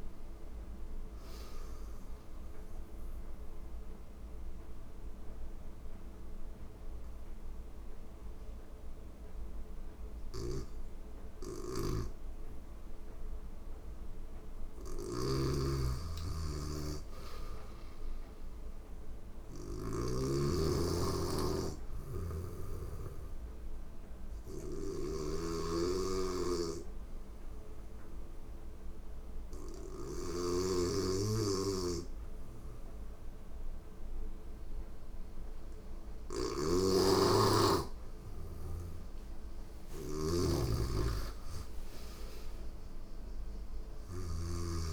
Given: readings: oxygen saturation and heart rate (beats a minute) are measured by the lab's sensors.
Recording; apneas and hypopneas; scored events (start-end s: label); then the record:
breathing in sleep by a room microphone; 1
1.50-11.50 s: obstructive apnea (oxygen 96% before, 89% lowest, heart rate 93 before, 86 extreme, up 1 after)
3.00-16.00 s: oxygen desaturation (device-marked, oxygen 96% before, 89% lowest, heart rate 93 before, 85 extreme)
9.50-19.50 s: snoring (device-marked)
15.50-18.50 s: arousal
24.00-29.50 s: snoring (device-marked)
40.50-44.00 s: snoring (device-marked)
40.50-44.50 s: arousal
43.00-44.93 s: oxygen desaturation (device-marked, oxygen 96% before, 91% lowest, heart rate 87 before, 84 extreme)
From the record:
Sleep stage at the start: N2 (light sleep); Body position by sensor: on the back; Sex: female